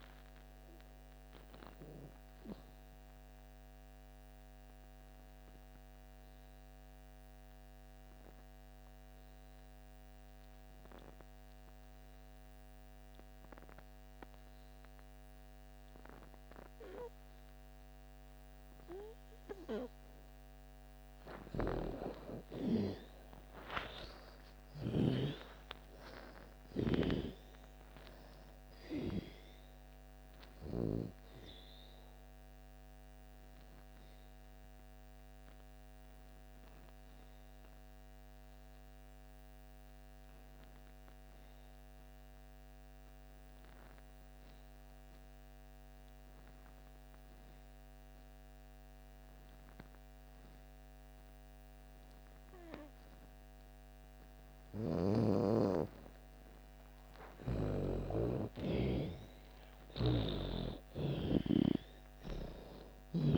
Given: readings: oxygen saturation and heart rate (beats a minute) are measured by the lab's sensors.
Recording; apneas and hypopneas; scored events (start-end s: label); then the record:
breathing in sleep by a microphone on the trachea; 2
0.00-10.50 s: oxygen desaturation (device-marked, oxygen 82% lowest)
2.50-19.50 s: obstructive apnea (oxygen 97% before, 82% lowest)
16.50-48.50 s: oxygen desaturation (device-marked, oxygen 98% before, 82% lowest)
21.00-24.50 s: arousal
32.50-55.00 s: obstructive apnea (oxygen 98% before, 82% lowest)
50.50-63.38 s: oxygen desaturation (device-marked, oxygen 98% before, 82% lowest)
58.00-60.50 s: arousal
58.00-63.00 s: snoring (device-marked)
From the record:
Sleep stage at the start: N2 (light sleep); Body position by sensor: on the back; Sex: female